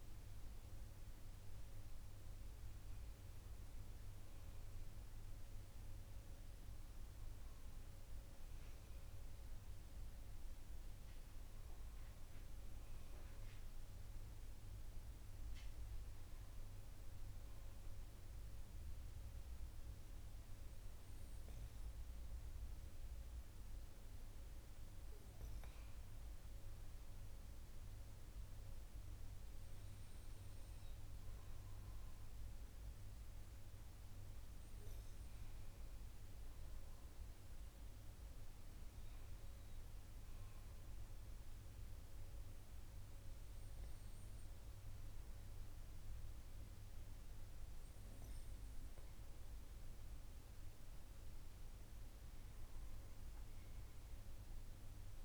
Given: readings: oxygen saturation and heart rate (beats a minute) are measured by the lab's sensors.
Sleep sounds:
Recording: breathing in sleep, hard to hear, by a room microphone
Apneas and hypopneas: none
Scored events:
none scored
From the record:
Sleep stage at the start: N2 (light sleep)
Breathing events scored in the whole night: 258 in 4.9 hours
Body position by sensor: on the right side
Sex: male

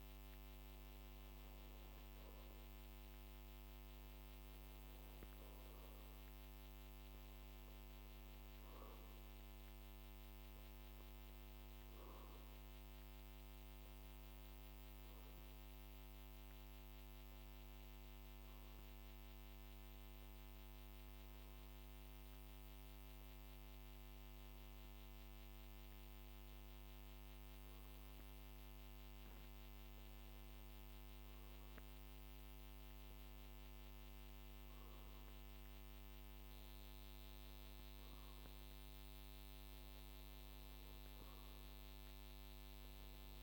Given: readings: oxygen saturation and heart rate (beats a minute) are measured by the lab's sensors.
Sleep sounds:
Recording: breathing in sleep, hard to hear, by a microphone on the trachea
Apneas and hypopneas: none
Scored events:
0.00-1.00 s: arousal
From the record:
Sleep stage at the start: N2 (light sleep)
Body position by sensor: on the back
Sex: male

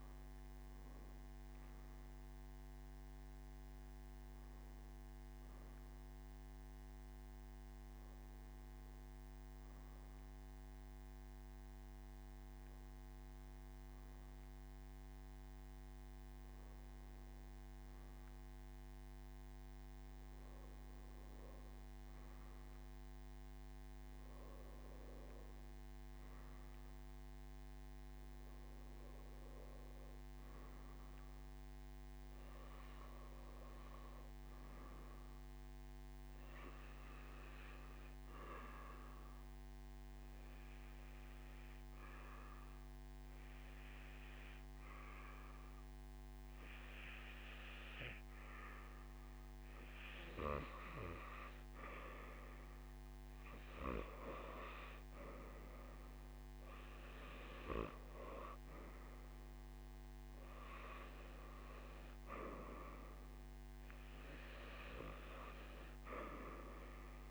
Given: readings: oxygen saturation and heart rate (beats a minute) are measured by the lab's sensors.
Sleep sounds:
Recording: breathing in sleep by a microphone on the trachea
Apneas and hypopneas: 1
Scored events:
1.00-67.31 s: new sleep stage, N2 (light sleep)
30.00-41.00 s: oxygen desaturation (device-marked, oxygen 97% before, 95% lowest, heart rate 63 before, 57 extreme)
38.50-51.00 s: obstructive apnea (oxygen 97% before, 93% lowest, heart rate 63 before, 57 extreme, up 6 after)
From the record:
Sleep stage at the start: N1 (lightest sleep)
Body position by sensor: on the right side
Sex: male

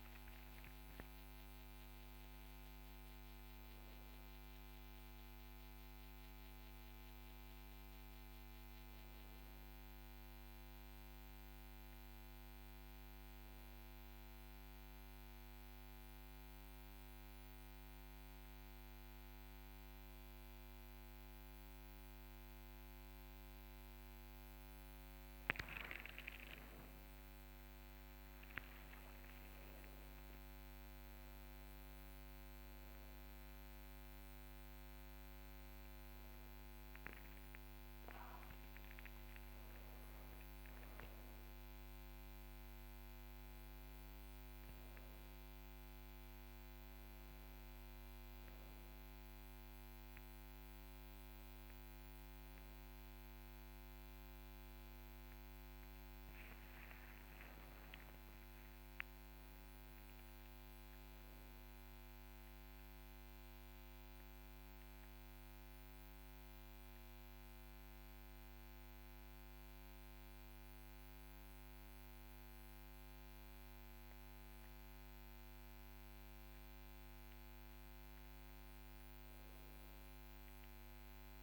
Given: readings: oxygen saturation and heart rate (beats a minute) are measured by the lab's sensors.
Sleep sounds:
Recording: a person awake in a sleep study, hard to hear, by a microphone on the trachea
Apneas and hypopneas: none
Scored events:
0.00-7.50 s: oxygen desaturation (device-marked, oxygen 97% lowest, heart rate 55 extreme)
44.50-55.50 s: oxygen desaturation (device-marked, oxygen 100% before, 96% lowest, heart rate 58 before, 56 extreme)
From the record:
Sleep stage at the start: awake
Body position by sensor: upright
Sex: male

